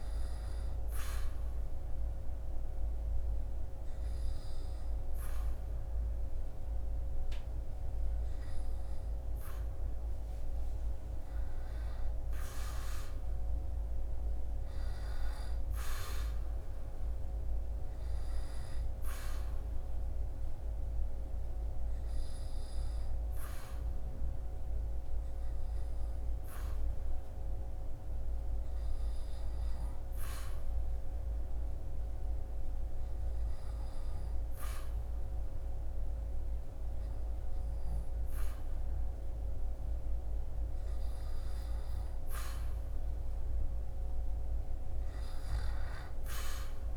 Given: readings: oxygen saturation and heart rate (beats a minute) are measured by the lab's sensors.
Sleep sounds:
breathing in sleep, hard to hear, by a room microphone; 2
0.50-10.50 s: obstructive apnea (oxygen 98% before, 95% lowest, heart rate 69 before, 61 extreme, up 13 after)
12.00-16.00 s: arousal
21.00-42.00 s: obstructive apnea (oxygen 98% before, 95% lowest, heart rate 66 before, 61 extreme, up 2 after)
43.00-46.97 s: arousal
From the record:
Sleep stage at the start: N2 (light sleep); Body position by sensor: on the back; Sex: male

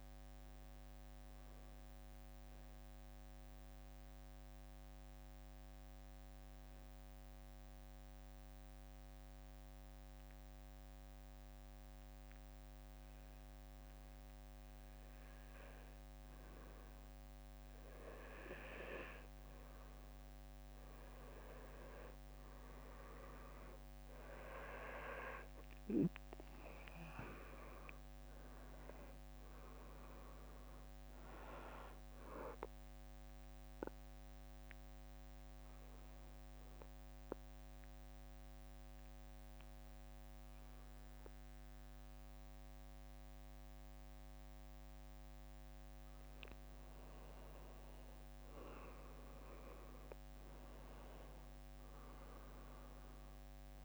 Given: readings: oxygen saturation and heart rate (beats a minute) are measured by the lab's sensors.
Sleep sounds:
a person awake in a sleep study, by a microphone on the trachea; 1
30.00-53.85 s: new sleep stage, N2 (light sleep)
34.50-46.50 s: obstructive apnea (oxygen 98% before, 91% lowest, heart rate 65 before, 56 extreme, up 9 after)
48.00-52.50 s: arousal
From the record:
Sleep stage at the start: awake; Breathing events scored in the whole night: 285 in 4.2 hours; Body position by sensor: on the back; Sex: male

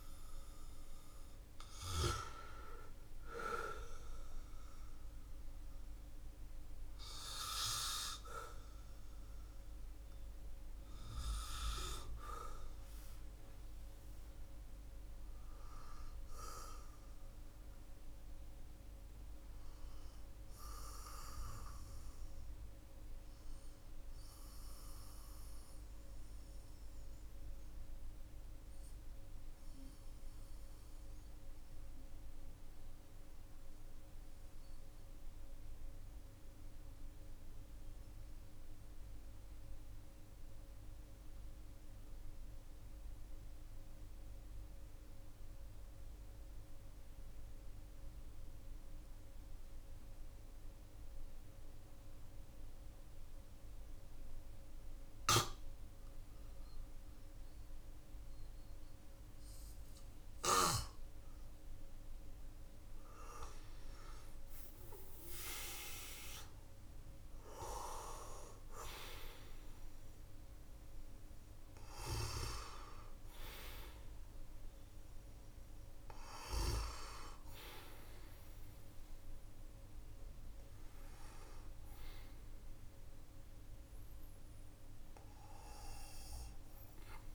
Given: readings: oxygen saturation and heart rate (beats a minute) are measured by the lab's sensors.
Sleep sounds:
breathing in sleep by a room microphone; 1
0.00-40.50 s: oxygen desaturation (device-marked, oxygen 92% lowest, heart rate 42 extreme)
15.00-60.50 s: obstructive apnea (oxygen 98% before, 91% lowest, heart rate 51 before, 42 extreme, up 6 after)
51.50-87.35 s: oxygen desaturation (device-marked, oxygen 99% before, 91% lowest, heart rate 51 before, 46 extreme)
62.00-66.00 s: arousal
80.50-86.00 s: arousal
From the record:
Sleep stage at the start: N2 (light sleep); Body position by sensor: on the back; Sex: male

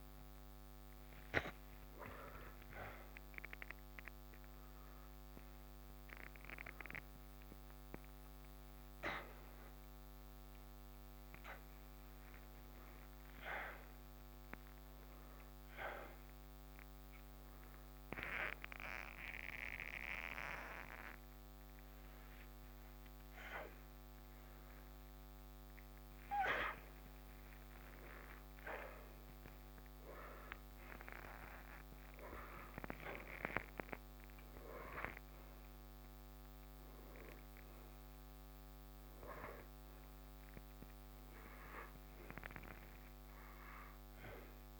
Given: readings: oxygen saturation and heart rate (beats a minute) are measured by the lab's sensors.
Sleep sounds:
a person awake in a sleep study, by a microphone on the trachea; none
none scored
From the record:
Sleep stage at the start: awake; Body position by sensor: upright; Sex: male

